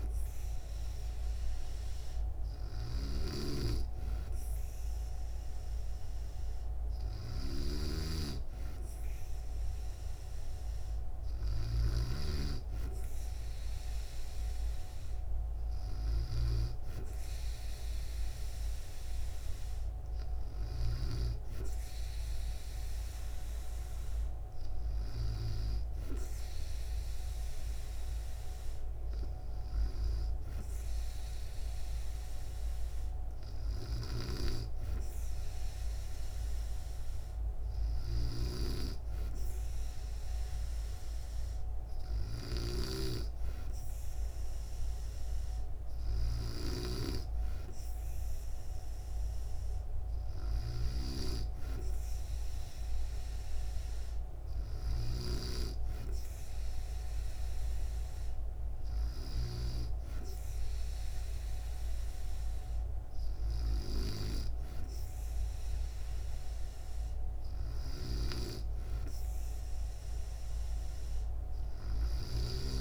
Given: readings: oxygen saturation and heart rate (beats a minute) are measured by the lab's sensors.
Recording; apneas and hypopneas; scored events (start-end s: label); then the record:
breathing in sleep by a room microphone; none
0.00-20.50 s: snoring (device-marked)
33.00-72.81 s: snoring (device-marked)
From the record:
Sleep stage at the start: N2 (light sleep); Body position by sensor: on the back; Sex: female